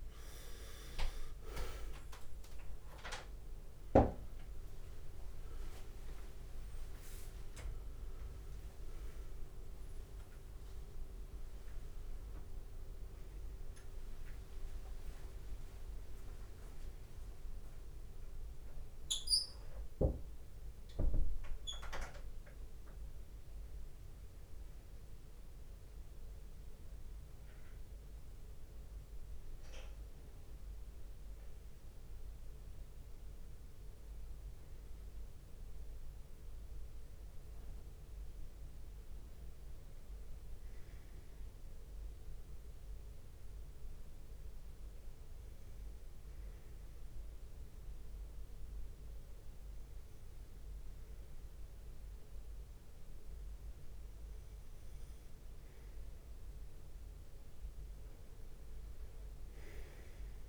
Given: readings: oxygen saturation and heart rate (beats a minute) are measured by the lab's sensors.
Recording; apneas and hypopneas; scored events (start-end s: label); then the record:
breathing in sleep by a room microphone; 1
0.00-2.50 s: arousal
0.00-27.00 s: oxygen desaturation (device-marked, oxygen 92% lowest)
2.00-60.49 s: new sleep stage, N1 (lightest sleep)
13.00-60.49 s: bradycardia (device-marked)
13.50-15.00 s: leg movement (device-marked)
23.50-25.50 s: long interval between heartbeats (device-marked)
33.00-36.50 s: arousal
40.50-55.00 s: hypopnea (oxygen 99% before, 96% lowest)
48.50-50.50 s: long interval between heartbeats (device-marked)
57.50-60.49 s: arousal
58.50-60.49 s: leg movement (device-marked)
From the record:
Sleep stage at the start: N2 (light sleep); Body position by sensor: on the right side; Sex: male